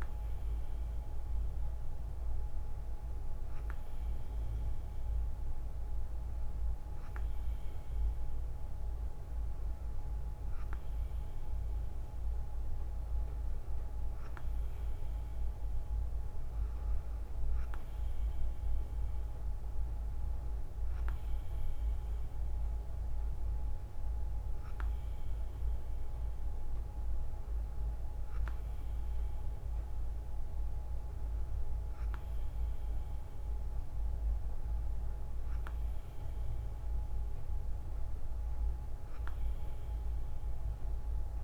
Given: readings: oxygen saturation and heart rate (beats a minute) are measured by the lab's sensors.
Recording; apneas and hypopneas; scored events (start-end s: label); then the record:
breathing in sleep, hard to hear, by a room microphone; none
none scored
From the record:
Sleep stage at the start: N2 (light sleep); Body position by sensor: on the right side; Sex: female